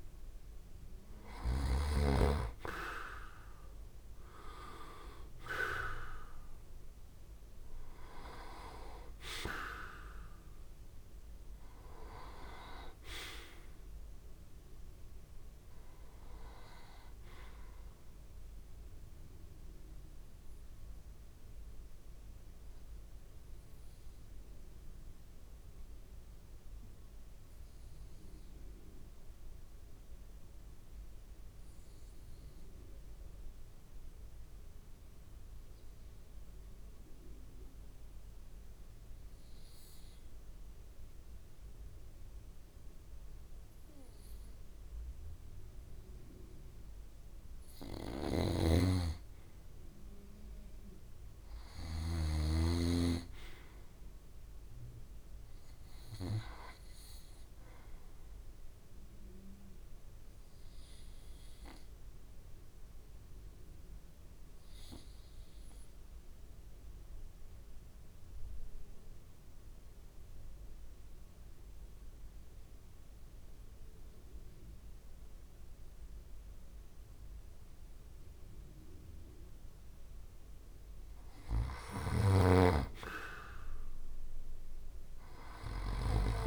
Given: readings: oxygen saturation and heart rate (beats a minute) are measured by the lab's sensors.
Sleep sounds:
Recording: breathing in sleep by a room microphone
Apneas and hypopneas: 2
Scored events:
0.00-1.50 s: snoring (device-marked)
0.00-29.00 s: oxygen desaturation (device-marked, oxygen 83% lowest, heart rate 64 extreme)
18.50-47.00 s: mixed apnea (oxygen 92% before, 80% lowest, heart rate 68 before, 64 extreme, up 1 after)
46.00-80.00 s: oxygen desaturation (device-marked, oxygen 97% before, 85% lowest, heart rate 65 before, 64 extreme)
47.50-52.00 s: snoring (device-marked)
50.50-53.50 s: arousal
60.50-80.50 s: obstructive apnea (oxygen 97% before, 80% lowest, heart rate 66 before, 64 extreme, up 4 after)
81.50-86.00 s: snoring (device-marked)
84.50-86.47 s: arousal
From the record:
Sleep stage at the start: N2 (light sleep)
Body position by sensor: on the back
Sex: male

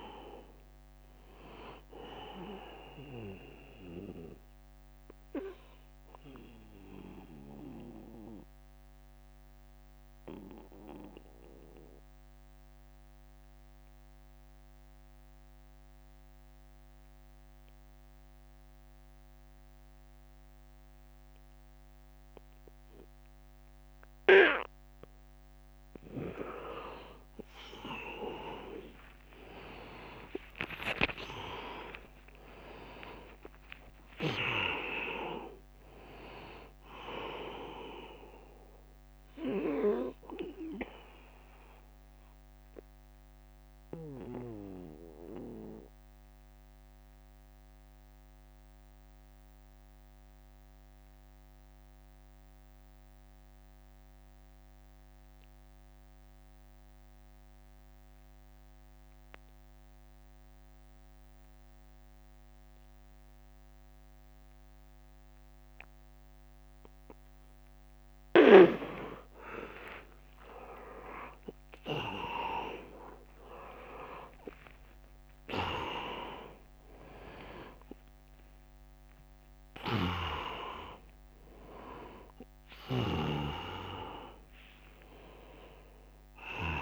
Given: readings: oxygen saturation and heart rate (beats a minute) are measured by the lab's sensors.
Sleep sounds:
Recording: breathing in sleep by a microphone on the trachea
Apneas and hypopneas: 2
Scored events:
0.00-3.50 s: drop in pulse transit time (device-marked, heart rate 68 extreme)
0.00-18.50 s: oxygen desaturation (device-marked, oxygen 81% lowest, heart rate 66 extreme)
3.50-25.00 s: mixed apnea (oxygen 100% before, 81% lowest, heart rate 72 before, 66 extreme, up 6 after)
9.50-11.50 s: long interval between heartbeats (device-marked, heart rate 74 before, 67 extreme)
26.50-55.50 s: oxygen desaturation (device-marked, oxygen 100% before, 85% lowest, heart rate 75 before, 71 extreme)
28.00-33.50 s: arousal
30.50-41.50 s: drop in pulse transit time (device-marked, heart rate 75 before, 77 extreme)
40.50-65.50 s: mixed apnea (oxygen 100% before, 82% lowest, heart rate 80 before, 71 extreme, up 16 after)
58.50-60.50 s: long interval between heartbeats (device-marked, heart rate 79 before, 73 extreme)
67.50-86.82 s: oxygen desaturation (device-marked, oxygen 100% before, 82% lowest, heart rate 78 before, 66 extreme)
69.00-73.50 s: arousal
73.50-85.50 s: drop in pulse transit time (device-marked, heart rate 79 before, 76 extreme)
From the record:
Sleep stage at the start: N2 (light sleep)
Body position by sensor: on the back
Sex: male

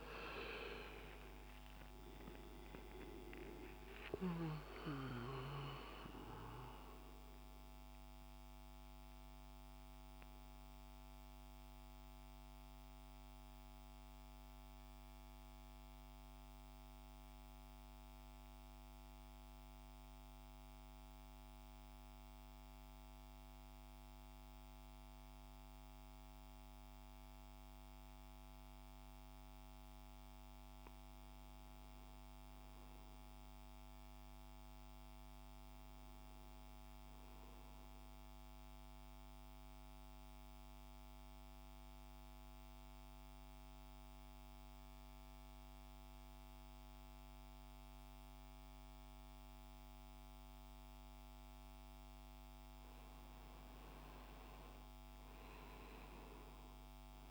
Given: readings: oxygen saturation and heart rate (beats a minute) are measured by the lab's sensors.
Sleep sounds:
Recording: breathing in sleep by a microphone on the trachea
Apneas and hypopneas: 2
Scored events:
13.50-30.50 s: central apnea (oxygen 98% before, 90% lowest, heart rate 71 before, 65 extreme, up 3 after)
18.00-57.31 s: new sleep stage, N2 (light sleep)
32.50-36.50 s: arousal
34.00-47.00 s: oxygen desaturation (device-marked, oxygen 99% before, 94% lowest, heart rate 66 before, 65 extreme)
41.00-52.50 s: central apnea (oxygen 99% before, 90% lowest, heart rate 67 before, 65 extreme, up 5 after)
54.00-57.31 s: arousal
56.00-57.31 s: oxygen desaturation (device-marked, oxygen 95% before, 90% lowest, heart rate 66 before, 65 extreme)
From the record:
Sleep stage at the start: N1 (lightest sleep)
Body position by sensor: on the right side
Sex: male

